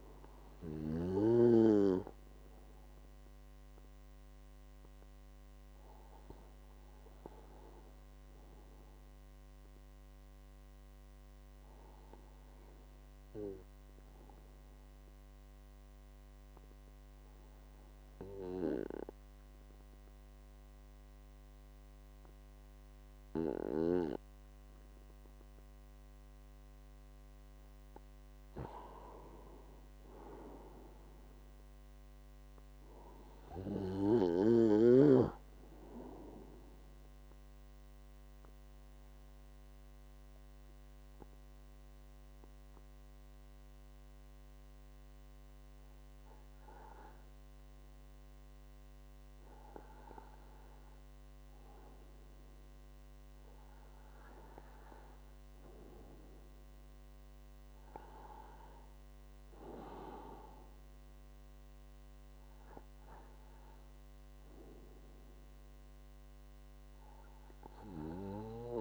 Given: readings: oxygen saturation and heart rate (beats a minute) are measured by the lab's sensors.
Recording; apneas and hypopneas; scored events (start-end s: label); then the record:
breathing in sleep by a microphone on the trachea; 2
0.00-13.50 s: oxygen desaturation (device-marked, oxygen 94% lowest, heart rate 50 extreme)
3.50-23.00 s: obstructive apnea (oxygen 98% before, 94% lowest, heart rate 56 before, 50 extreme, up 6 after)
27.00-29.50 s: arousal
35.50-52.50 s: mixed apnea (oxygen 98% before, 94% lowest, heart rate 55 before, 52 extreme, up 4 after)
61.50-68.81 s: oxygen desaturation (device-marked, oxygen 97% before, 94% lowest, heart rate 54 before, 57 extreme)
From the record:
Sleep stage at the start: N2 (light sleep); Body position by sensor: on the right side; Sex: male